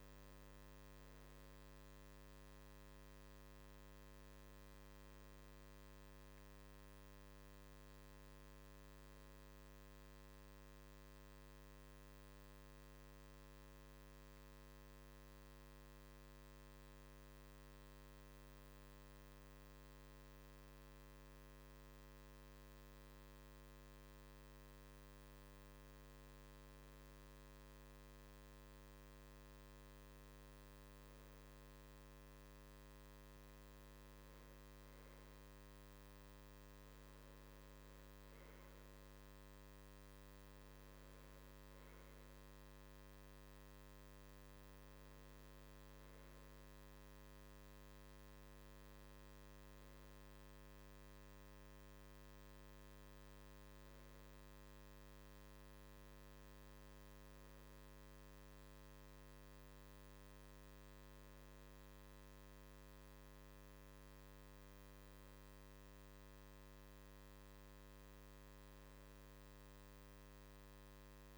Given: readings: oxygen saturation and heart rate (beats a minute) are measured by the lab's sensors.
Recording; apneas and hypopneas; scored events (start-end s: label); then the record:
breathing in sleep, hard to hear, by a microphone on the trachea; 1
10.00-29.50 s: hypopnea (oxygen 97% before, 95% lowest, heart rate 53 before, 52 extreme, up 4 after)
31.00-35.00 s: arousal
From the record:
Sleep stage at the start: N2 (light sleep); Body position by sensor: on the right side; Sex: male